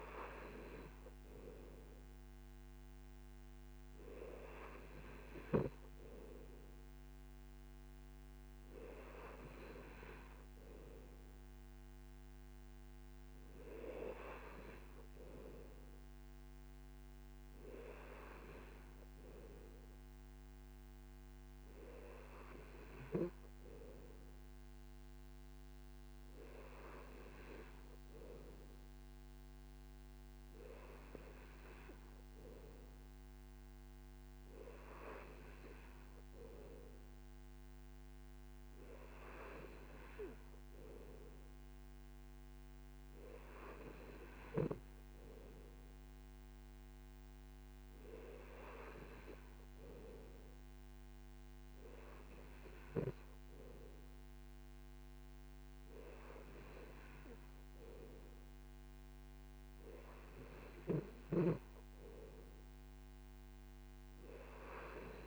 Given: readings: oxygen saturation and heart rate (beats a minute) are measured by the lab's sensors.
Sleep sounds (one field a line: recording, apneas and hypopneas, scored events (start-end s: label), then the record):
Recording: breathing in sleep by a microphone on the trachea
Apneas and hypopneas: none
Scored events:
none scored
From the record:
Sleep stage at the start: N2 (light sleep)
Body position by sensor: on the right side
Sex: male